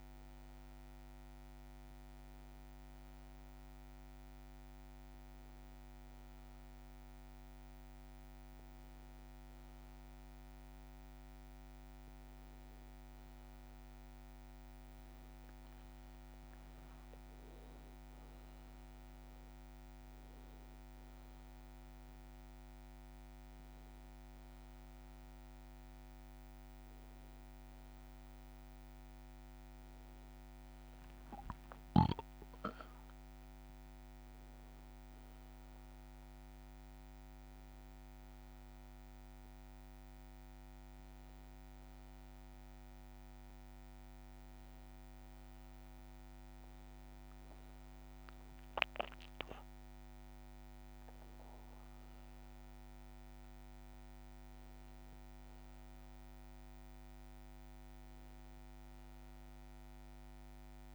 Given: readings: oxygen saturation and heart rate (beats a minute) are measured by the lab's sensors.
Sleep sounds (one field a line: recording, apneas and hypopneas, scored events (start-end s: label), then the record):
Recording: breathing in sleep, hard to hear, by a microphone on the trachea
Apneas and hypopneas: none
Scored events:
none scored
From the record:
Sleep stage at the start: N1 (lightest sleep)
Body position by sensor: on the back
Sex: male